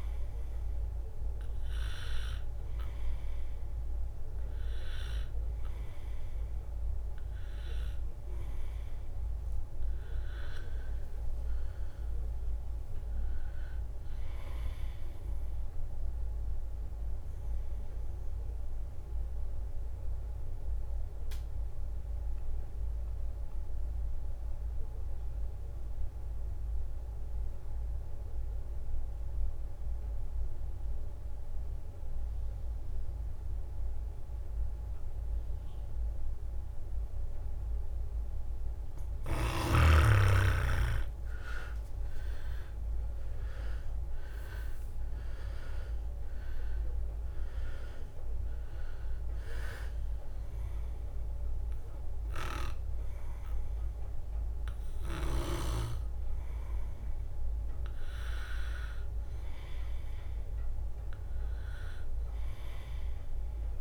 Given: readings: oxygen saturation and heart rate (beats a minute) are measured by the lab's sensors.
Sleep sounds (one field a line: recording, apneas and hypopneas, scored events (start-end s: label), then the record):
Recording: breathing in sleep by a room microphone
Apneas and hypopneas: 2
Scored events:
0.00-12.50 s: oxygen desaturation (device-marked, oxygen 91% lowest, heart rate 62 extreme)
11.00-13.50 s: leg movement (device-marked)
11.50-15.00 s: arousal
18.00-38.00 s: mixed apnea (oxygen 99% before, 90% lowest, heart rate 69 before, 63 extreme, up 9 after)
36.50-63.81 s: oxygen desaturation (device-marked, oxygen 98% before, 90% lowest, heart rate 65 before, 63 extreme)
39.50-42.50 s: arousal
41.50-54.50 s: drop in pulse transit time (device-marked, heart rate 65 before, 64 extreme)
48.50-58.50 s: hypopnea (oxygen 99% before, 90% lowest, heart rate 67 before, 63 extreme, up 5 after)
60.00-63.50 s: arousal
From the record:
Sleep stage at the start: N2 (light sleep)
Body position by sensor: on the back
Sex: male